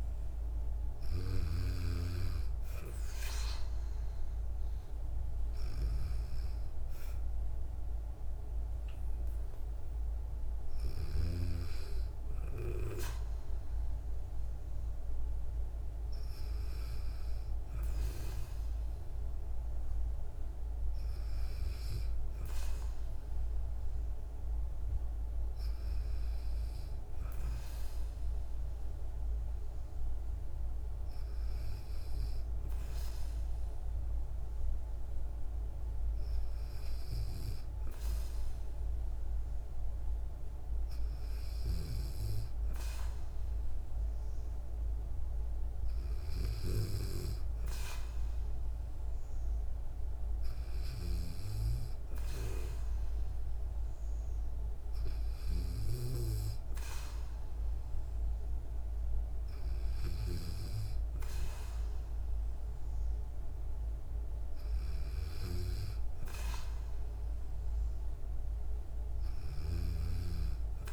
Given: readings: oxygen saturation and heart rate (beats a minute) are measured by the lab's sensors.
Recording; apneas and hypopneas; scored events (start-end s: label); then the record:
breathing in sleep by a room microphone; none
0.00-1.50 s: arousal
From the record:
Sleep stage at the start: N2 (light sleep); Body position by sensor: on the back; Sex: female